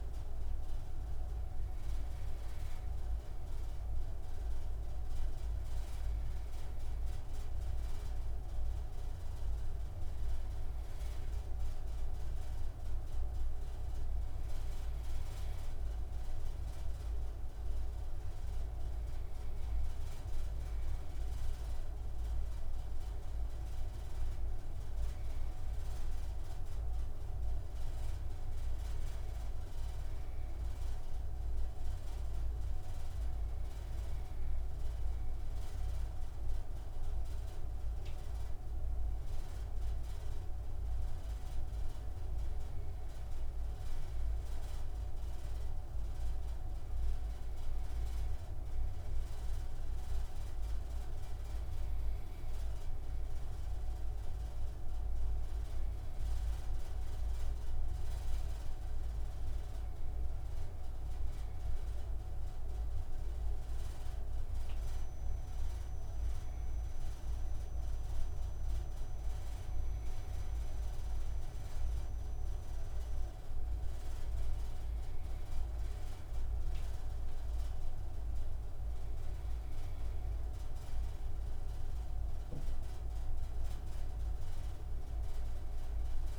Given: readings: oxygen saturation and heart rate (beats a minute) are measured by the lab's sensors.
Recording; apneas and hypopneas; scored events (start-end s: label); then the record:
breathing in sleep, hard to hear, by a room microphone; none
none scored
From the record:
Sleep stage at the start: N2 (light sleep); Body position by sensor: on the right side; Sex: male